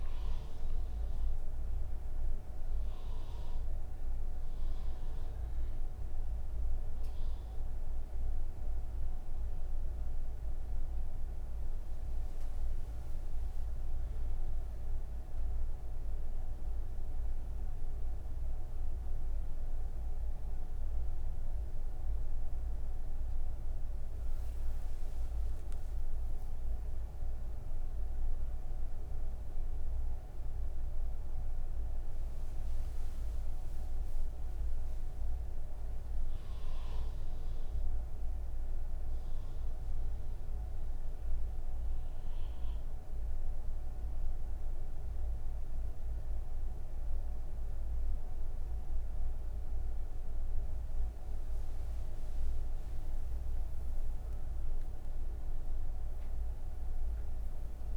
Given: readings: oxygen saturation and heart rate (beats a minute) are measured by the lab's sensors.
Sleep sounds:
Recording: breathing in sleep, hard to hear, by a room microphone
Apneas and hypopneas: 1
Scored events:
22.50-57.96 s: new sleep stage, N1 (lightest sleep)
40.50-50.50 s: mixed apnea (oxygen 98% before, 94% lowest)
43.50-52.50 s: oxygen desaturation (device-marked, oxygen 98% before, 94% lowest)
From the record:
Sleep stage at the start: N3 (deep sleep)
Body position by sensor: on the right side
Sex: female

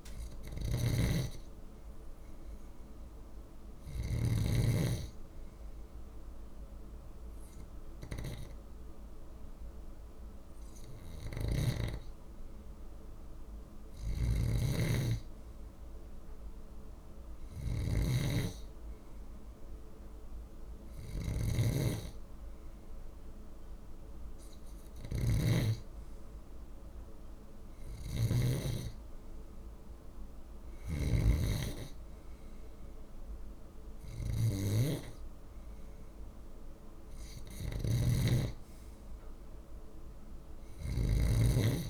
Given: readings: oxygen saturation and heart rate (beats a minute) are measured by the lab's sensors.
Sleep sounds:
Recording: breathing in sleep by a room microphone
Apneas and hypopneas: 1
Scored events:
0.00-4.00 s: snoring (device-marked)
3.50-13.50 s: hypopnea (oxygen 96% before, 94% lowest, heart rate 51 before, 48 extreme, up 1 after)
13.50-41.90 s: snoring (device-marked)
15.00-18.00 s: arousal
From the record:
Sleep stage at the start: N2 (light sleep)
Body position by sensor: on the left side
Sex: male

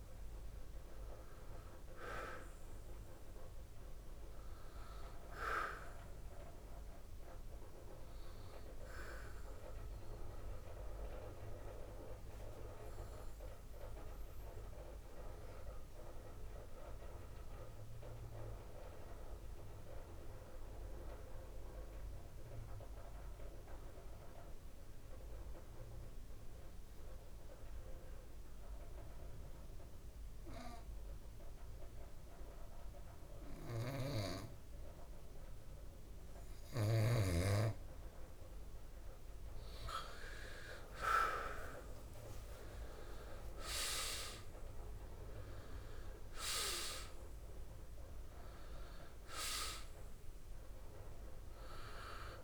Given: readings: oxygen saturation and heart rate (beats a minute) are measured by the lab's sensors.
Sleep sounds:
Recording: breathing in sleep by a room microphone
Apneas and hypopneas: 1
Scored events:
0.00-16.50 s: oxygen desaturation (device-marked, oxygen 87% lowest, heart rate 62 extreme)
14.50-36.50 s: mixed apnea (oxygen 96% before, 85% lowest, heart rate 92 before, 59 extreme, up 26 after)
33.50-52.43 s: oxygen desaturation (device-marked, oxygen 98% before, 85% lowest, heart rate 99 before, 59 extreme)
40.00-43.50 s: arousal
From the record:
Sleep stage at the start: N2 (light sleep)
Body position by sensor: on the back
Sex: male

